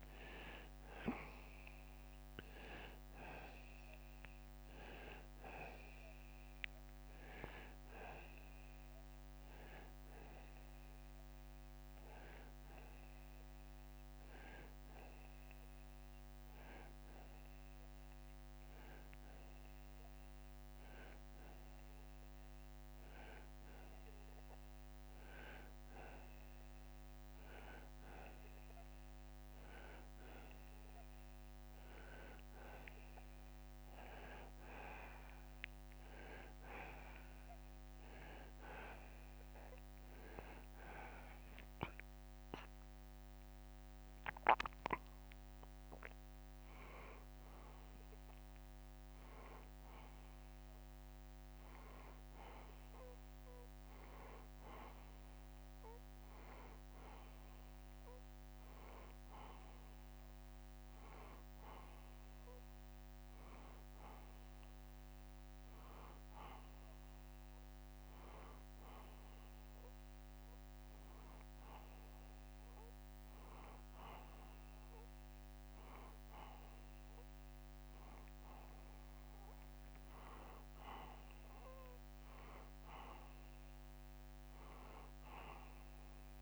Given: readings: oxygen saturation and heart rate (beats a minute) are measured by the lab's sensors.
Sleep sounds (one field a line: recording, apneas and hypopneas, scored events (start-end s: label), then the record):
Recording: breathing in sleep by a microphone on the trachea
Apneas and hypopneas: none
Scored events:
34.00-51.00 s: drop in pulse transit time (device-marked, heart rate 82 before, 82 extreme)
42.00-46.00 s: arousal
47.00-86.42 s: new sleep stage, N2 (light sleep)
47.50-49.50 s: long interval between heartbeats (device-marked, heart rate 83 before, 87 extreme)
From the record:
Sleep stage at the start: N1 (lightest sleep)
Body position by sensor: on the back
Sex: male